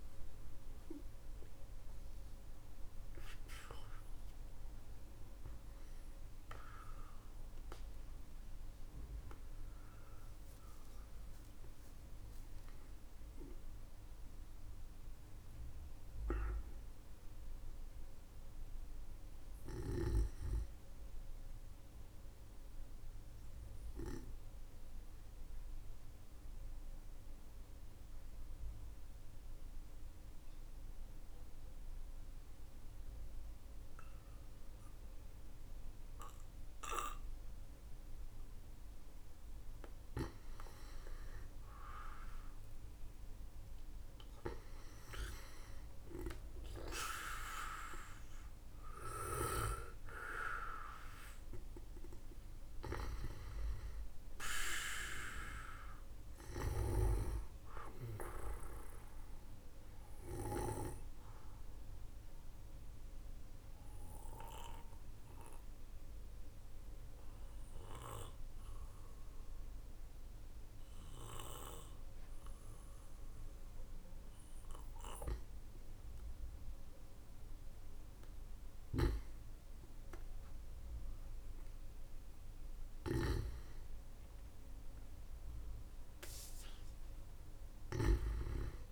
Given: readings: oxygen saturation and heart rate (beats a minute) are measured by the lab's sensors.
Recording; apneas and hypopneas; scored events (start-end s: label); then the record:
breathing in sleep by a room microphone; 2
15.50-19.50 s: arousal
22.50-38.50 s: obstructive apnea (oxygen 97% before, 90% lowest, heart rate 63 before, 49 extreme, up 12 after)
40.50-44.00 s: arousal
45.00-77.00 s: oxygen desaturation (device-marked, oxygen 96% before, 90% lowest, heart rate 59 before, 46 extreme)
57.00-77.50 s: obstructive apnea (oxygen 97% before, 90% lowest, heart rate 65 before, 46 extreme, up 24 after)
79.50-83.00 s: arousal
From the record:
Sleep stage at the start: N2 (light sleep); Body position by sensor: on the back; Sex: male